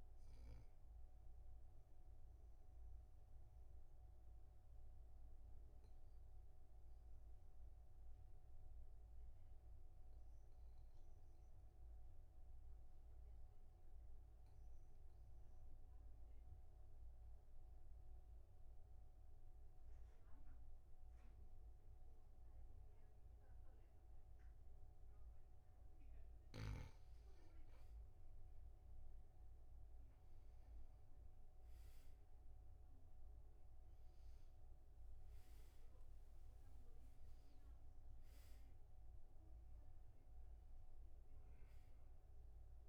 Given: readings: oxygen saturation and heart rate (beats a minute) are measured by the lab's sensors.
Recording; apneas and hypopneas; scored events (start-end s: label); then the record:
breathing in sleep, hard to hear, by a room microphone; 1
3.00-25.50 s: obstructive apnea (oxygen 98% before, 95% lowest, heart rate 55 before, 44 extreme, up 14 after)
27.50-30.50 s: arousal
32.50-42.89 s: oxygen desaturation (device-marked, oxygen 98% before, 95% lowest, heart rate 48 before, 45 extreme)
From the record:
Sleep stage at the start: N2 (light sleep); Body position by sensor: on the back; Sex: male